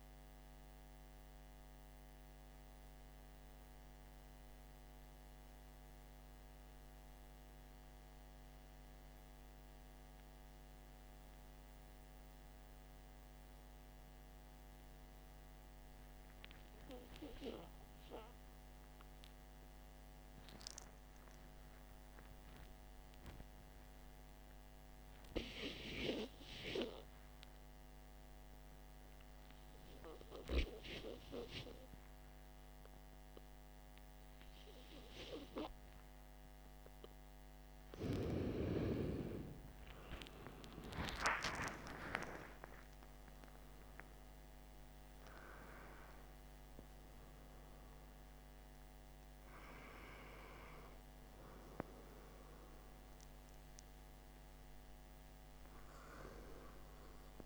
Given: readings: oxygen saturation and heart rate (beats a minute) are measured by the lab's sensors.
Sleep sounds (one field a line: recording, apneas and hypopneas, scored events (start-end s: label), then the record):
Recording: breathing in sleep by a microphone on the trachea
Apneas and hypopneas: 1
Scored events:
1.50-23.50 s: mixed apnea (oxygen 98% before, 92% lowest, heart rate 62 before, 49 extreme, up 2 after)
29.00-54.00 s: oxygen desaturation (device-marked, oxygen 99% before, 94% lowest, heart rate 53 before, 47 extreme)
38.50-43.50 s: arousal
From the record:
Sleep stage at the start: REM sleep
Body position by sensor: on the back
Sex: male